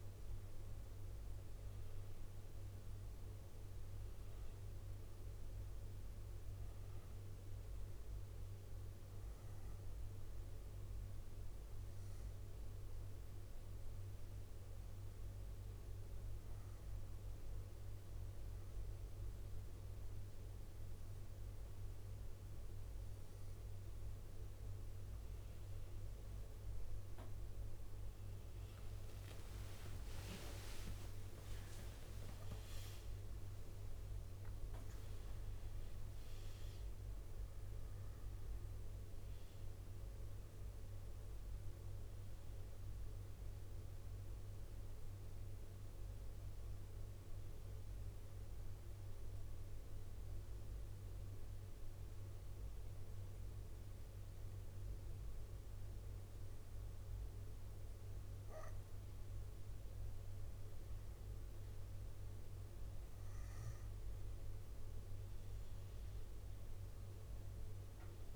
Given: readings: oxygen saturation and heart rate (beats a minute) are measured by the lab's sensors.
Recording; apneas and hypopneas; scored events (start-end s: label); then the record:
breathing in sleep, hard to hear, by a room microphone; 2
8.00-11.50 s: arousal
13.50-25.00 s: hypopnea (oxygen 98% before, 95% lowest, heart rate 68 before, 60 extreme, up 8 after)
28.50-36.00 s: leg movement (device-marked)
29.00-34.00 s: arousal
31.50-43.50 s: drop in pulse transit time (device-marked, heart rate 64 before, 67 extreme)
49.00-59.50 s: obstructive apnea (oxygen 97% before, 94% lowest, heart rate 70 before, 57 extreme, up 3 after)
63.00-67.00 s: arousal
From the record:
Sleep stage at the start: N2 (light sleep); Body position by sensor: on the back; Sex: female